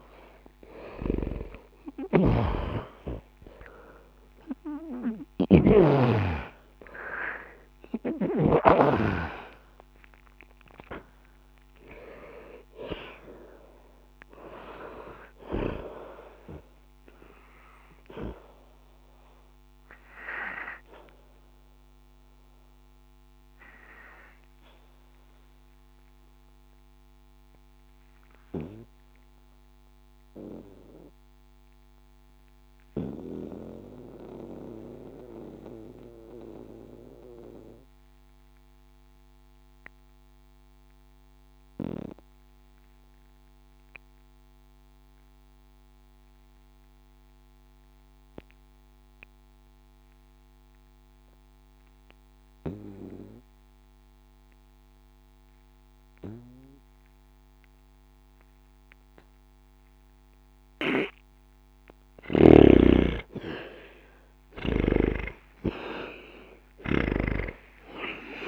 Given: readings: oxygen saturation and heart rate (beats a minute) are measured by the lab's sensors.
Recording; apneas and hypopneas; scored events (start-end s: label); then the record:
breathing in sleep by a microphone on the trachea; 1
0.00-2.50 s: arousal
0.00-44.50 s: oxygen desaturation (device-marked, oxygen 82% lowest, heart rate 59 extreme)
1.50-8.50 s: snoring (device-marked)
21.50-62.00 s: obstructive apnea (oxygen 96% before, 81% lowest, heart rate 112 before, 59 extreme, up 18 after)
62.00-68.48 s: snoring (device-marked)
62.50-68.48 s: oxygen desaturation (device-marked, oxygen 98% before, 81% lowest, heart rate 61 before, 60 extreme)
64.50-68.48 s: arousal
From the record:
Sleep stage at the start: N2 (light sleep); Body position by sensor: on the back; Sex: male